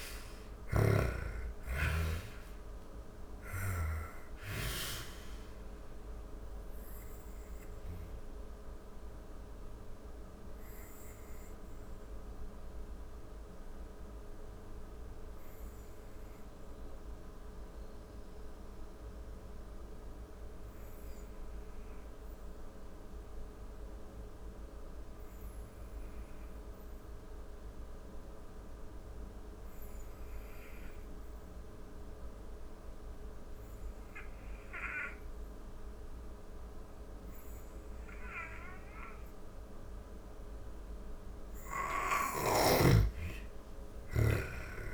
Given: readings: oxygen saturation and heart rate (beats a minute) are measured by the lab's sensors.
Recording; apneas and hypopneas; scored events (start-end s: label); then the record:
breathing in sleep by a room microphone; 1
0.00-19.00 s: oxygen desaturation (device-marked, oxygen 80% lowest)
6.00-38.50 s: obstructive apnea (oxygen 98% before, 80% lowest)
36.00-44.94 s: oxygen desaturation (device-marked, oxygen 98% before, 83% lowest)
40.00-44.94 s: arousal
43.50-44.94 s: snoring (device-marked)
From the record:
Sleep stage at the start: N2 (light sleep); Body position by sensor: on the back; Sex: female